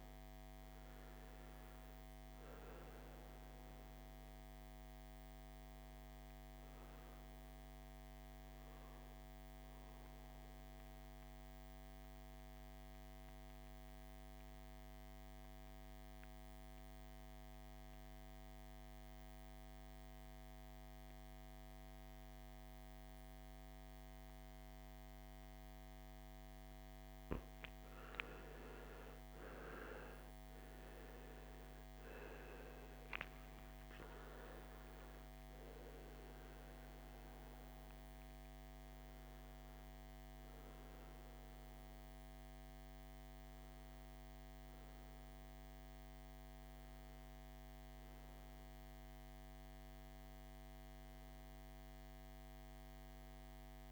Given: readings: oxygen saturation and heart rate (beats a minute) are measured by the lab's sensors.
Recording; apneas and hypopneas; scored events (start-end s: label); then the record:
breathing in sleep, hard to hear, by a microphone on the trachea; 1
9.50-26.50 s: mixed apnea (oxygen 98% before, 93% lowest, heart rate 56 before, 54 extreme, up 15 after)
29.00-34.50 s: arousal
40.50-53.92 s: oxygen desaturation (device-marked, oxygen 97% before, 93% lowest, heart rate 63 before, 51 extreme)
From the record:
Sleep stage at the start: N2 (light sleep); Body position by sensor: on the back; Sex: male